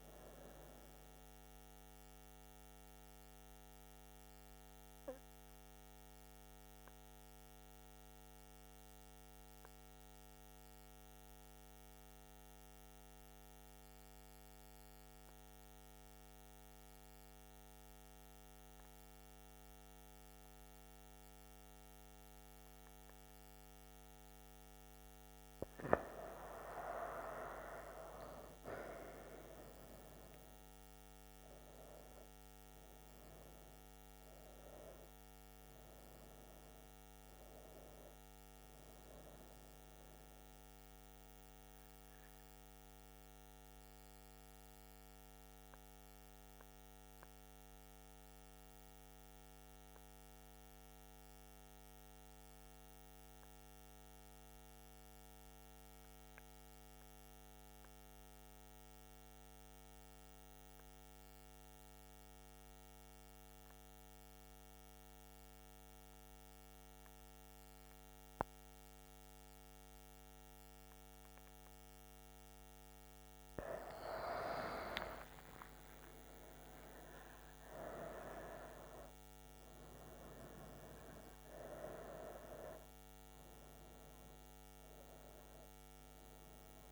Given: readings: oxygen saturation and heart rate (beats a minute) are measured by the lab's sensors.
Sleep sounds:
breathing in sleep by a microphone on the trachea; 2
0.00-4.00 s: oxygen desaturation (device-marked, oxygen 92% lowest, heart rate 61 extreme)
2.00-25.50 s: mixed apnea (oxygen 96% before, 91% lowest, heart rate 82 before, 61 extreme, up 10 after)
23.00-53.00 s: oxygen desaturation (device-marked, oxygen 98% before, 93% lowest, heart rate 63 before, 60 extreme)
27.00-30.00 s: arousal
44.00-72.50 s: mixed apnea (oxygen 98% before, 91% lowest, heart rate 71 before, 60 extreme, up 30 after)
66.00-86.92 s: oxygen desaturation (device-marked, oxygen 99% before, 91% lowest, heart rate 64 before, 64 extreme)
74.50-79.50 s: arousal
From the record:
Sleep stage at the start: N2 (light sleep); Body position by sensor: on the front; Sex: female

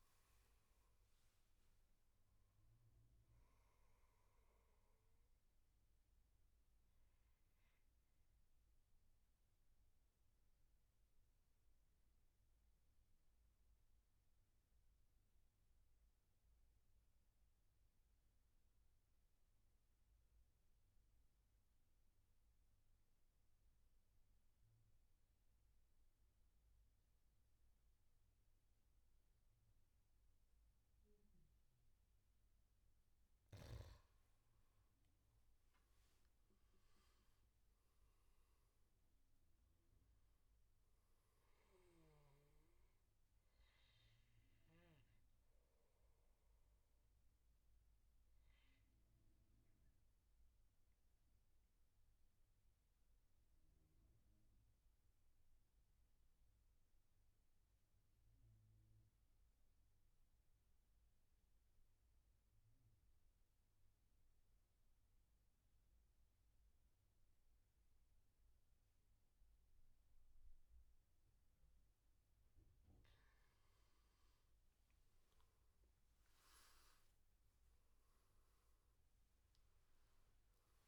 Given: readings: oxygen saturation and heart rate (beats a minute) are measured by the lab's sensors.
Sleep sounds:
breathing in sleep, hard to hear, by a room microphone; 2
0.00-13.00 s: oxygen desaturation (device-marked, oxygen 90% lowest, heart rate 63 extreme)
6.00-32.00 s: mixed apnea (oxygen 99% before, 91% lowest, heart rate 79 before, 63 extreme, up 12 after)
34.00-38.00 s: arousal
34.00-58.00 s: oxygen desaturation (device-marked, oxygen 98% before, 93% lowest, heart rate 72 before, 63 extreme)
46.00-71.50 s: obstructive apnea (oxygen 99% before, 91% lowest, heart rate 73 before, 62 extreme, up 13 after)
71.00-80.87 s: oxygen desaturation (device-marked, oxygen 98% before, 92% lowest, heart rate 72 before, 62 extreme)
73.50-78.00 s: arousal
From the record:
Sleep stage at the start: N2 (light sleep); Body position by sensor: on the back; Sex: male

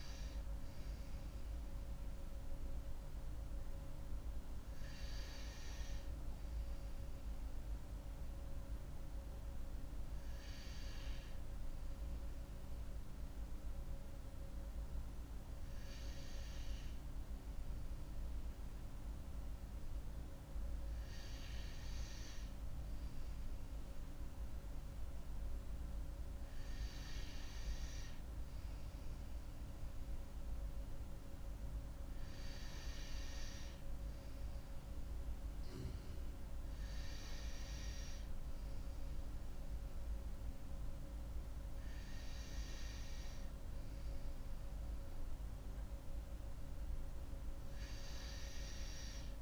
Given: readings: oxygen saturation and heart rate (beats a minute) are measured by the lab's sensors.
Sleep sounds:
breathing in sleep, hard to hear, by a room microphone; none
none scored
From the record:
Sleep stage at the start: N2 (light sleep); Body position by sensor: on the right side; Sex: female

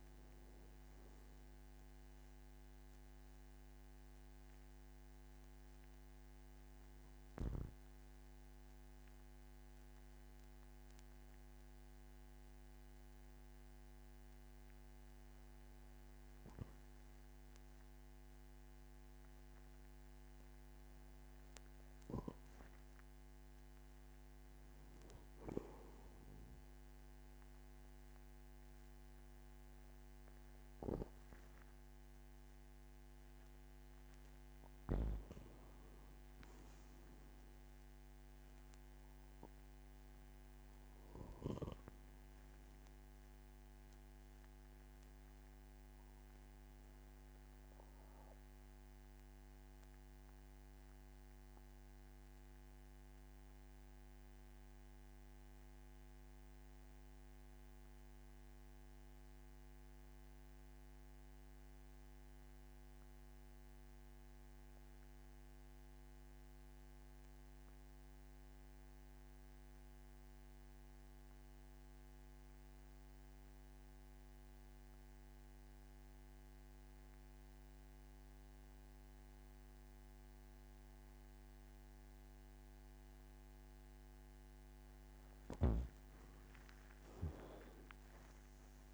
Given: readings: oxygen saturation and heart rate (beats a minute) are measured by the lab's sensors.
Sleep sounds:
breathing in sleep, hard to hear, by a microphone on the trachea; 2
0.00-20.50 s: oxygen desaturation (device-marked, oxygen 84% lowest, heart rate 52 extreme)
2.00-19.50 s: hypopnea (oxygen 96% before, 84% lowest, heart rate 63 before, 52 extreme, up 6 after)
22.50-25.50 s: arousal
27.50-87.50 s: new sleep stage, REM sleep
45.50-84.50 s: obstructive apnea (oxygen 99% before, 85% lowest, heart rate 56 before, 49 extreme, up 46 after)
69.50-88.94 s: oxygen desaturation (device-marked, oxygen 98% before, 85% lowest, heart rate 51 before, 48 extreme)
86.50-88.94 s: arousal
87.50-88.94 s: new sleep stage, N2 (light sleep)
From the record:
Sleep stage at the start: N2 (light sleep); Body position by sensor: on the back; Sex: male

